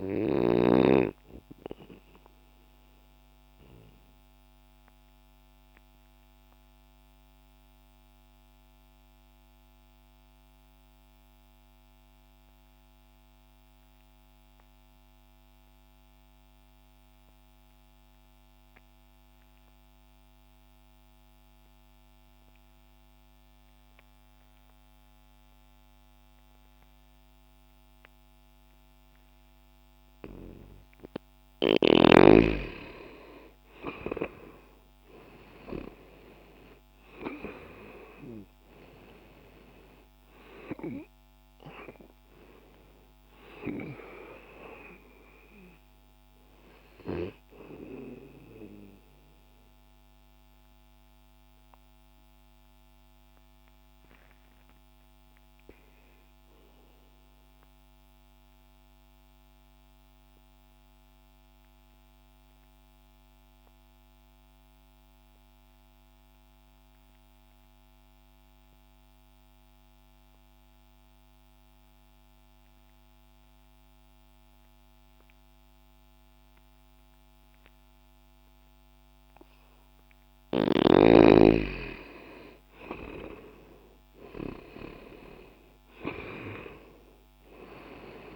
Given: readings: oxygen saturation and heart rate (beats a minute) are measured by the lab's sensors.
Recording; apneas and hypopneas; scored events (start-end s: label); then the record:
breathing in sleep by a microphone on the trachea; 2
0.00-20.00 s: oxygen desaturation (device-marked, oxygen 85% lowest, heart rate 60 extreme)
2.00-31.00 s: obstructive apnea (oxygen 97% before, 83% lowest, heart rate 60 before, 60 extreme, up 0 after)
29.00-68.00 s: oxygen desaturation (device-marked, oxygen 97% before, 83% lowest, heart rate 60 before, 60 extreme)
33.00-37.00 s: arousal
55.50-78.50 s: obstructive apnea (oxygen 95% before, 80% lowest, heart rate 60 before, 60 extreme, up 0 after)
80.00-88.36 s: oxygen desaturation (device-marked, oxygen 97% before, 80% lowest, heart rate 60 before, 60 extreme)
82.50-86.00 s: arousal
From the record:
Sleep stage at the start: N2 (light sleep); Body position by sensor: on the left side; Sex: male